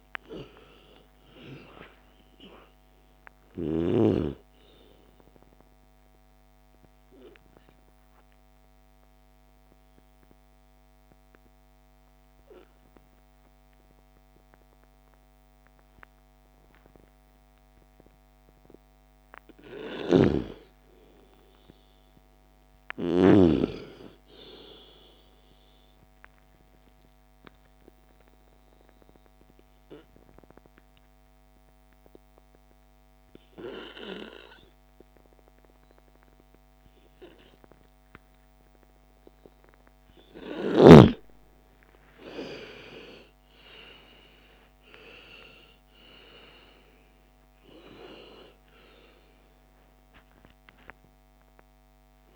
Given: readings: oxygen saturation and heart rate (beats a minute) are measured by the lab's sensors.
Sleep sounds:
breathing in sleep by a microphone on the trachea; 2
0.00-4.00 s: snoring (device-marked)
0.00-18.00 s: oxygen desaturation (device-marked, oxygen 85% lowest, heart rate 28 extreme)
6.50-18.00 s: obstructive apnea (oxygen 99% before, 85% lowest, heart rate 41 before, 28 extreme, up 21 after)
20.00-23.50 s: snoring (device-marked)
20.50-23.50 s: arousal
26.50-40.00 s: obstructive apnea (oxygen 99% before, 83% lowest, heart rate 44 before, 45 extreme, up 37 after)
29.00-42.00 s: oxygen desaturation (device-marked, oxygen 99% before, 91% lowest, heart rate 41 before, 45 extreme)
42.00-46.00 s: arousal
47.00-52.36 s: oxygen desaturation (device-marked, oxygen 96% before, 86% lowest)
From the record:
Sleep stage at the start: N2 (light sleep); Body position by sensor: on the left side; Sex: female

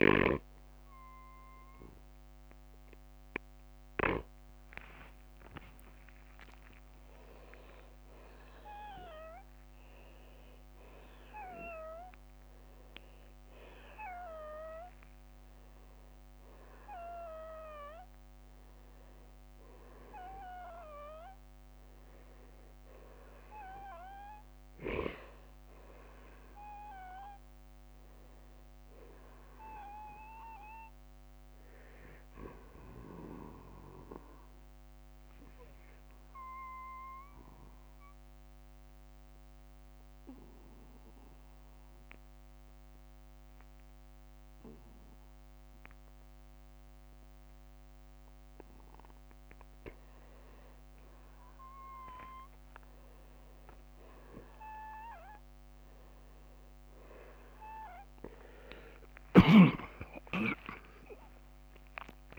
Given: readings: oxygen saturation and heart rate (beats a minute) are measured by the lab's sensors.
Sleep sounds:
breathing in sleep by a microphone on the trachea; 1
2.00-5.50 s: arousal
22.50-24.50 s: long interval between heartbeats (device-marked, heart rate 63 before, 63 extreme)
26.00-30.00 s: arousal
29.50-31.50 s: long interval between heartbeats (device-marked, heart rate 65 before, 61 extreme)
30.50-43.50 s: oxygen desaturation (device-marked, oxygen 93% before, 89% lowest, heart rate 65 before, 49 extreme)
34.00-36.00 s: long interval between heartbeats (device-marked, heart rate 65 before, 55 extreme)
34.00-49.00 s: obstructive apnea (oxygen 93% before, 89% lowest, heart rate 65 before, 49 extreme, up 12 after)
55.50-60.00 s: arousal
59.00-61.00 s: long interval between heartbeats (device-marked, heart rate 55 before, 78 extreme)
59.50-61.50 s: tachycardia (device-marked, heart rate 58 before, 100 extreme)
From the record:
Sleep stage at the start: N2 (light sleep); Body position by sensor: on the back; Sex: male

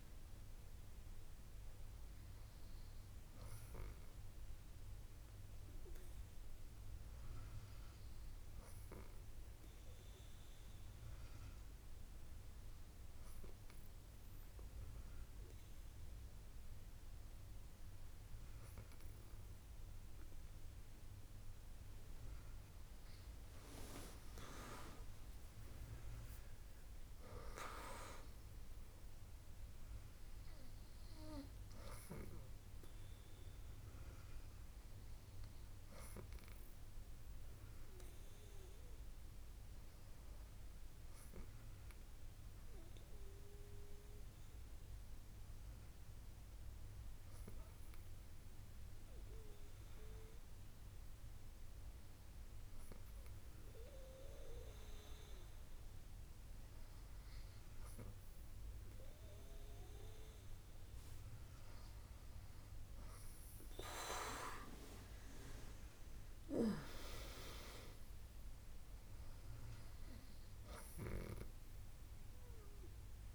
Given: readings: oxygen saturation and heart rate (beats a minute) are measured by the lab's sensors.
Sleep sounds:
breathing in sleep by a room microphone; 2
2.00-20.50 s: hypopnea (oxygen 98% before, 96% lowest, heart rate 67 before, 64 extreme, up 6 after)
25.00-29.00 s: arousal
39.00-57.00 s: hypopnea (oxygen 98% before, 97% lowest, heart rate 68 before, 62 extreme, up 3 after)
59.50-63.50 s: arousal
From the record:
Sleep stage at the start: N2 (light sleep); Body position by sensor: on the back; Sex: female

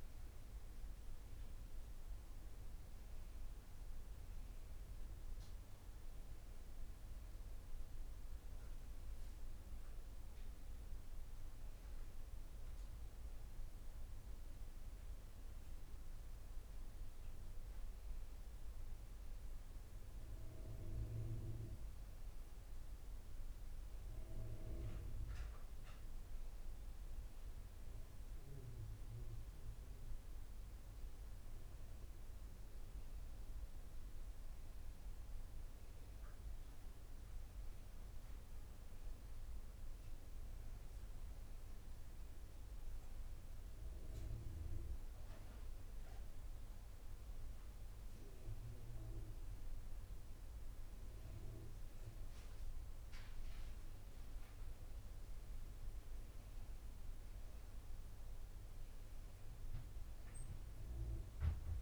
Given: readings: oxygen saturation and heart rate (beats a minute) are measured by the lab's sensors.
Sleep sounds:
breathing in sleep, hard to hear, by a room microphone; none
none scored
From the record:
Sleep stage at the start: N1 (lightest sleep); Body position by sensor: on the back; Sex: female

